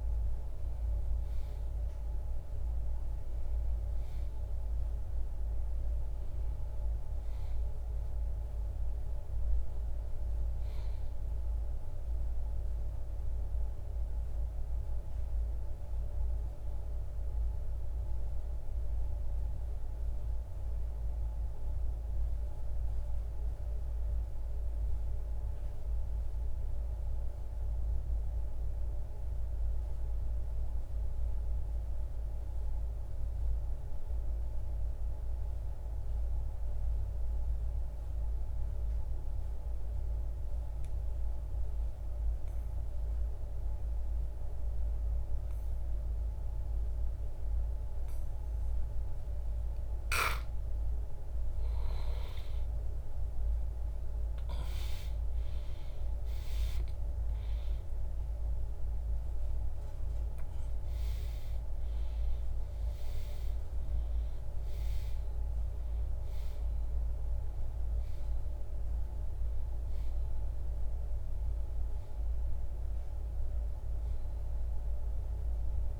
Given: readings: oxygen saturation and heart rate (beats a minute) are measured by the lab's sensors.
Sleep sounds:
breathing in sleep, hard to hear, by a room microphone; 1
0.00-27.00 s: oxygen desaturation (device-marked, oxygen 78% lowest, heart rate 54 extreme)
14.00-50.50 s: obstructive apnea (oxygen 96% before, 78% lowest, heart rate 78 before, 50 extreme, up 17 after)
51.00-76.00 s: oxygen desaturation (device-marked, oxygen 97% before, 79% lowest, heart rate 62 before, 52 extreme)
51.50-55.50 s: arousal
From the record:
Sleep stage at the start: N2 (light sleep); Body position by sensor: on the back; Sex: male

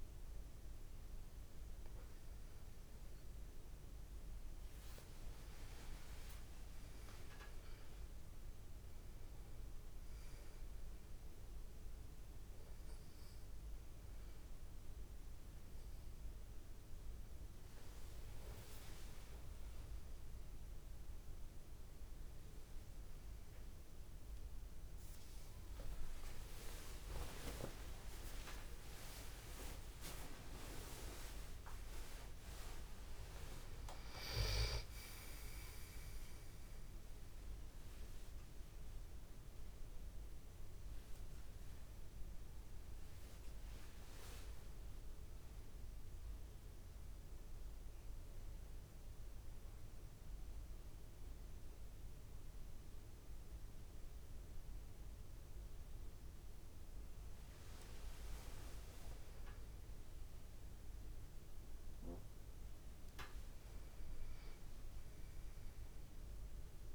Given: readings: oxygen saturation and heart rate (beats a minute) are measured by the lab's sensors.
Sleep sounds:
a person partly awake in a sleep study, by a room microphone; none
12.00-42.00 s: new sleep stage, N1 (lightest sleep)
27.00-34.00 s: tachycardia (device-marked, heart rate 30 before, 148 extreme)
35.00-52.00 s: tachycardia (device-marked, heart rate 32 before, 160 extreme)
42.00-66.95 s: new sleep stage, awake
From the record:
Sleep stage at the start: N2 (light sleep); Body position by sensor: on the back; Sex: male

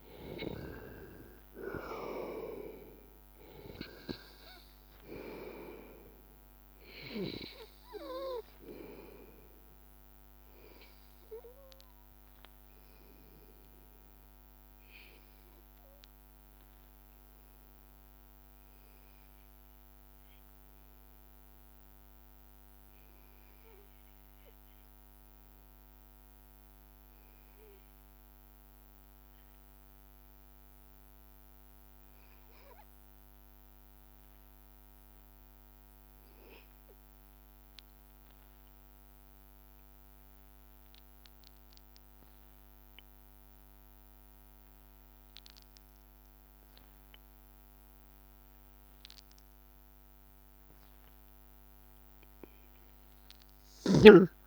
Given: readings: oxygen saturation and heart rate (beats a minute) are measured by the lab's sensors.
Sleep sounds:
breathing in sleep by a microphone on the trachea; 1
0.00-22.50 s: oxygen desaturation (device-marked, oxygen 92% lowest, heart rate 78 extreme)
13.00-50.00 s: hypopnea (oxygen 96% before, 92% lowest, heart rate 83 before, 78 extreme, up 2 after)
20.50-22.50 s: long interval between heartbeats (device-marked, heart rate 83 before, 83 extreme)
42.50-54.47 s: oxygen desaturation (device-marked, oxygen 98% before, 93% lowest, heart rate 81 before, 80 extreme)
52.50-54.47 s: arousal
From the record:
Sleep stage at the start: N2 (light sleep); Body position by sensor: on the back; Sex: male

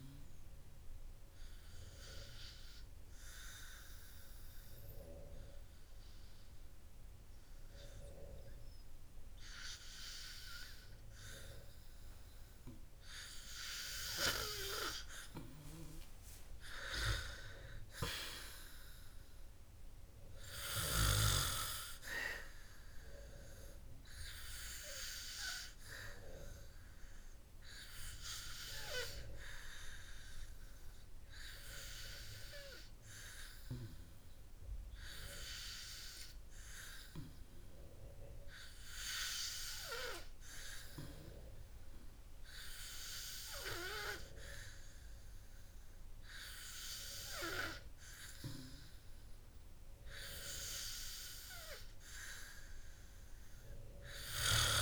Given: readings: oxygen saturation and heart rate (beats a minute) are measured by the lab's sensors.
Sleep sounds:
breathing in sleep by a room microphone; 2
0.50-13.50 s: hypopnea (oxygen 97% before, 94% lowest, heart rate 63 before, 53 extreme, up 11 after)
17.50-21.00 s: arousal
31.00-48.00 s: hypopnea (oxygen 98% before, 94% lowest, heart rate 61 before, 52 extreme, up 5 after)
42.00-54.82 s: oxygen desaturation (device-marked, oxygen 97% before, 94% lowest, heart rate 59 before, 52 extreme)
50.00-53.00 s: arousal
From the record:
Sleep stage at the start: N2 (light sleep); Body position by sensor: on the back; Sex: male

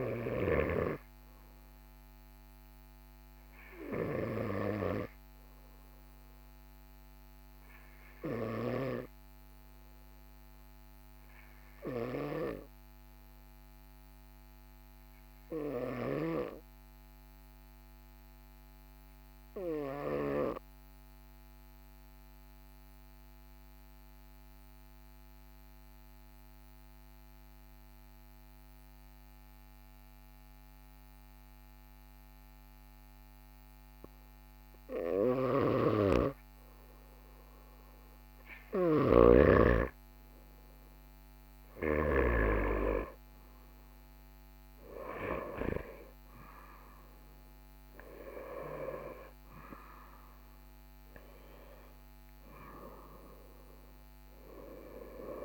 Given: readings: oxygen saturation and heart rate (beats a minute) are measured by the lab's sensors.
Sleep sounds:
breathing in sleep by a microphone on the trachea; 1
0.00-4.00 s: oxygen desaturation (device-marked, oxygen 94% lowest, heart rate 43 extreme)
1.00-3.50 s: arousal
6.50-37.00 s: obstructive apnea (oxygen 98% before, 93% lowest, heart rate 45 before, 43 extreme, up 2 after)
38.50-41.50 s: arousal
40.00-55.45 s: oxygen desaturation (device-marked, oxygen 97% before, 93% lowest, heart rate 43 before, 43 extreme)
From the record:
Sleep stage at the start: N2 (light sleep); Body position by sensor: on the right side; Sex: male

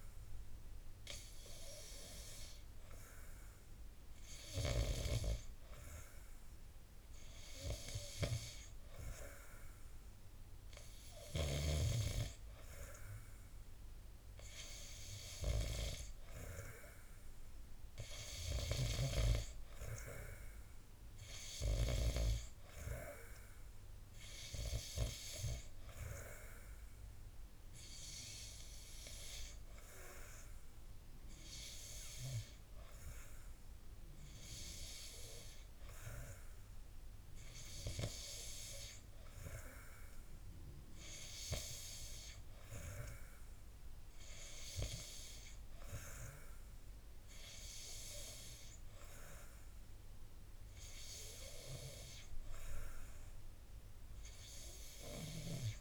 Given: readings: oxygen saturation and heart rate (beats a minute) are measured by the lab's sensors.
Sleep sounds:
breathing in sleep by a room microphone; none
none scored
From the record:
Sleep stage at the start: N2 (light sleep); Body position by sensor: on the back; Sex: male

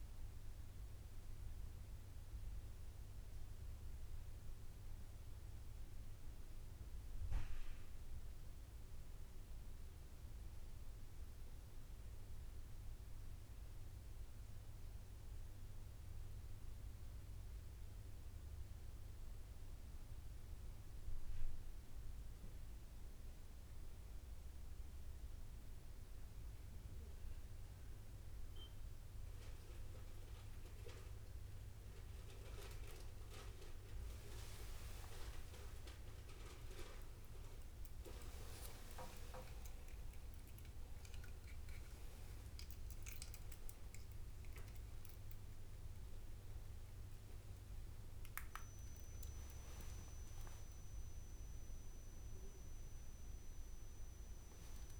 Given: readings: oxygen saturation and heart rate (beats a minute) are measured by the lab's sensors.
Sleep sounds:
breathing in sleep by a room microphone; none
44.00-55.00 s: new sleep stage, awake
From the record:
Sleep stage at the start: N1 (lightest sleep); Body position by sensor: on the right side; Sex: male

